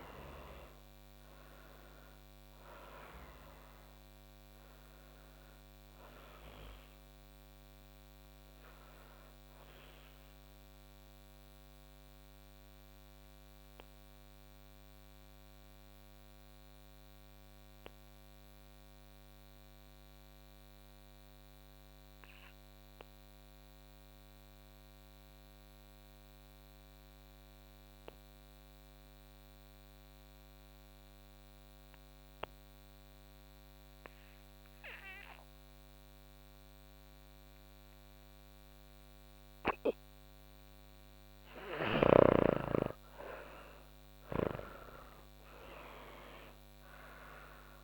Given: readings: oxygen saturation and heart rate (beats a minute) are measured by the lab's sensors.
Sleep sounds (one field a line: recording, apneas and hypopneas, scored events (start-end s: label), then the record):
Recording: breathing in sleep by a microphone on the trachea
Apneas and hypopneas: 1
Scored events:
0.00-21.50 s: oxygen desaturation (device-marked, oxygen 87% lowest, heart rate 26 extreme)
10.50-39.00 s: obstructive apnea (oxygen 98% before, 87% lowest)
33.50-47.84 s: oxygen desaturation (device-marked, oxygen 99% before, 87% lowest)
41.50-47.50 s: arousal
From the record:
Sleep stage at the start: N2 (light sleep)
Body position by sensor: on the back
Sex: female